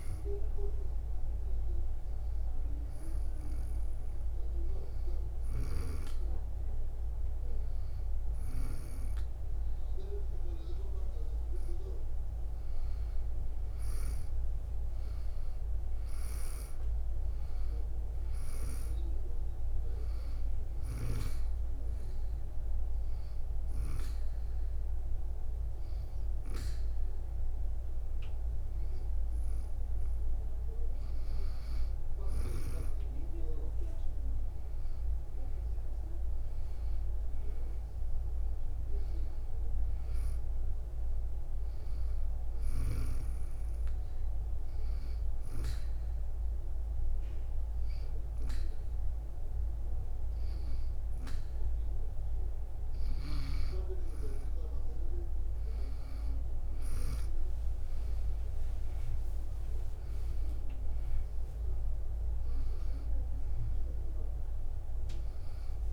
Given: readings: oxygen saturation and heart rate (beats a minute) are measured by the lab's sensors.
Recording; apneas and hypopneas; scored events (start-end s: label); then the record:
breathing in sleep by a room microphone; 3
2.50-13.00 s: hypopnea (oxygen 96% before, 93% lowest, heart rate 67 before, 65 extreme, up 4 after)
15.50-19.50 s: arousal
19.50-33.50 s: oxygen desaturation (device-marked, oxygen 96% before, 93% lowest, heart rate 68 before, 65 extreme)
22.50-32.50 s: obstructive apnea (oxygen 96% before, 93% lowest, heart rate 68 before, 65 extreme, up 1 after)
36.00-41.00 s: arousal
45.50-55.50 s: obstructive apnea (oxygen 96% before, 93% lowest, heart rate 67 before, 63 extreme, up 5 after)
57.50-61.50 s: arousal
From the record:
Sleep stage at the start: N2 (light sleep); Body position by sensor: on the back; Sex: female